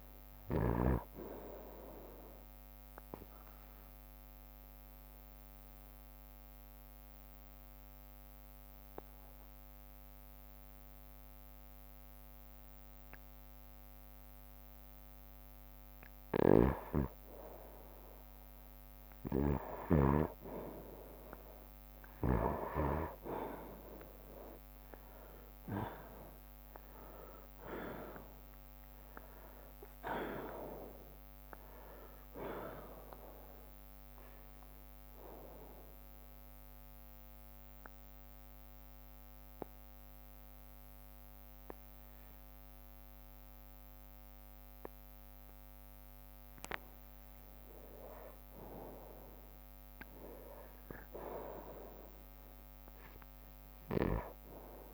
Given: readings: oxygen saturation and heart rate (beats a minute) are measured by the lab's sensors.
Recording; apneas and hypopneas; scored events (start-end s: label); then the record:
breathing in sleep by a microphone on the trachea; 2
0.00-6.50 s: drop in pulse transit time (device-marked, heart rate 60 extreme)
0.00-20.50 s: oxygen desaturation (device-marked, oxygen 91% lowest, heart rate 60 extreme)
2.50-17.50 s: obstructive apnea (oxygen 98% before, 91% lowest, heart rate 62 before, 60 extreme, up 1 after)
22.50-28.50 s: arousal
23.50-37.50 s: drop in pulse transit time (device-marked, heart rate 62 before, 60 extreme)
30.50-32.50 s: long interval between heartbeats (device-marked, heart rate 61 before, 68 extreme)
34.50-47.00 s: obstructive apnea (oxygen 97% before, 92% lowest, heart rate 63 before, 58 extreme, up 9 after)
41.50-43.50 s: bradycardia (device-marked, heart rate 63 before, 60 extreme)
42.50-54.50 s: oxygen desaturation (device-marked, oxygen 95% before, 92% lowest, heart rate 64 before, 58 extreme)
46.50-48.50 s: long interval between heartbeats (device-marked, heart rate 64 before, 66 extreme)
48.00-51.50 s: arousal
48.50-54.94 s: drop in pulse transit time (device-marked, heart rate 64 before, 58 extreme)
50.50-54.94 s: bradycardia (device-marked, heart rate 63 before, 58 extreme)
From the record:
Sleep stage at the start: N2 (light sleep); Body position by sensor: on the right side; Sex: male